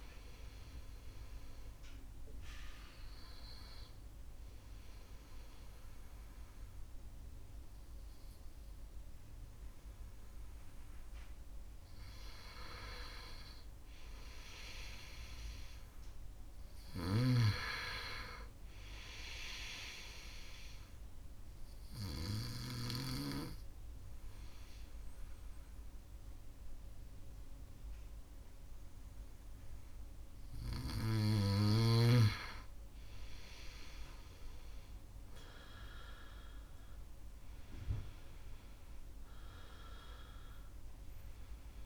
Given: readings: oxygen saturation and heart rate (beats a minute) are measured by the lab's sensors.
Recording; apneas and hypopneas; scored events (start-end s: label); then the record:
breathing in sleep by a room microphone; 1
15.00-17.50 s: arousal
17.50-35.50 s: oxygen desaturation (device-marked, oxygen 96% before, 93% lowest, heart rate 72 before, 70 extreme)
19.50-32.00 s: obstructive apnea (oxygen 99% before, 92% lowest, heart rate 72 before, 70 extreme, up 4 after)
34.50-38.00 s: arousal
37.50-41.86 s: oxygen desaturation (device-marked, oxygen 96% before, 92% lowest, heart rate 72 before, 70 extreme)
From the record:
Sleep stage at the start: N2 (light sleep); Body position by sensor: on the right side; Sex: male